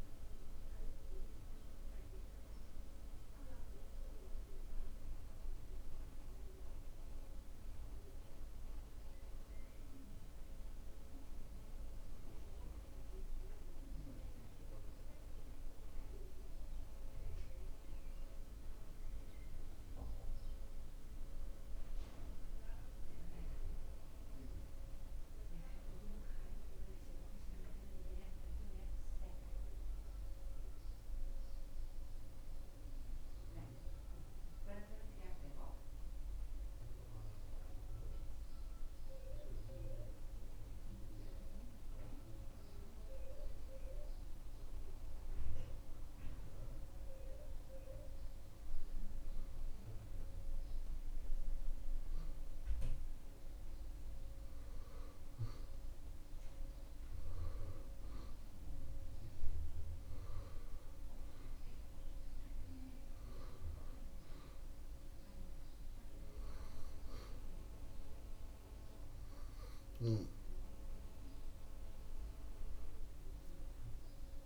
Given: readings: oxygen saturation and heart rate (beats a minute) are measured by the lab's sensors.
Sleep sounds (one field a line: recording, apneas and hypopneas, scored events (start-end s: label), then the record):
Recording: breathing in sleep by a room microphone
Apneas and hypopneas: none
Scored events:
none scored
From the record:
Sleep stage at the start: N2 (light sleep)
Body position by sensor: on the back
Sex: male